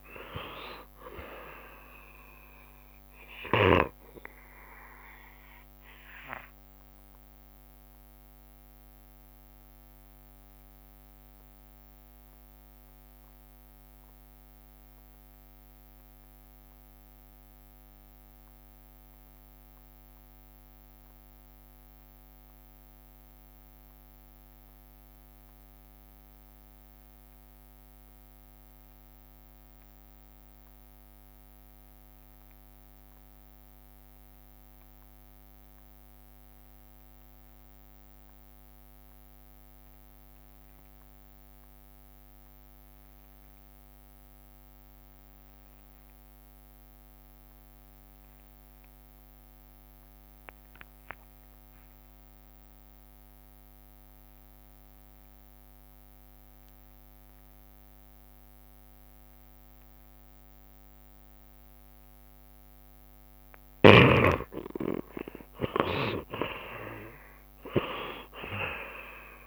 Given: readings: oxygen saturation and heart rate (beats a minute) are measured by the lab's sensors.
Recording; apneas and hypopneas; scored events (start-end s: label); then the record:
breathing in sleep by a microphone on the trachea; 1
0.00-21.00 s: oxygen desaturation (device-marked, oxygen 70% lowest, heart rate 67 extreme)
3.50-5.50 s: long interval between heartbeats (device-marked, heart rate 80 before, 85 extreme)
4.50-63.50 s: obstructive apnea (oxygen 77% before, 67% lowest, heart rate 80 before, 67 extreme, up 4 after)
23.00-69.47 s: oxygen desaturation (device-marked, oxygen 92% before, 67% lowest, heart rate 73 before, 67 extreme)
52.50-54.50 s: long interval between heartbeats (device-marked, heart rate 71 before, 89 extreme)
65.50-69.00 s: arousal
From the record:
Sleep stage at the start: N2 (light sleep); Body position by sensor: on the back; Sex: male